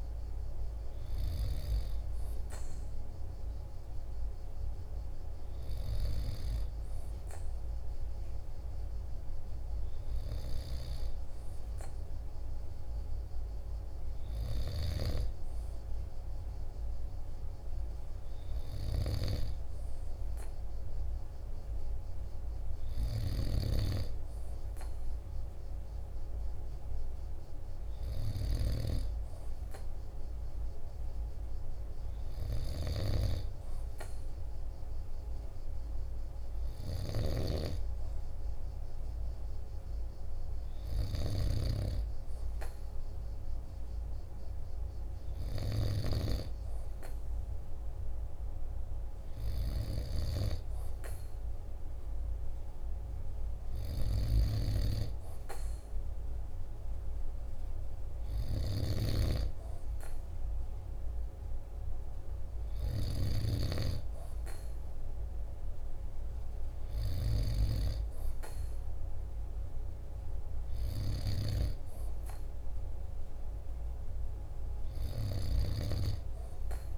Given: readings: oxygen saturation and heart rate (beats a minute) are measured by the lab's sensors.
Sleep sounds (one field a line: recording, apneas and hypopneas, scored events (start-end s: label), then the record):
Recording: breathing in sleep by a room microphone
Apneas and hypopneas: none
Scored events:
18.50-28.50 s: snoring (device-marked)
36.50-41.00 s: snoring (device-marked)
54.00-67.50 s: snoring (device-marked)
From the record:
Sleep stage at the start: N2 (light sleep)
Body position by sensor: on the right side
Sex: male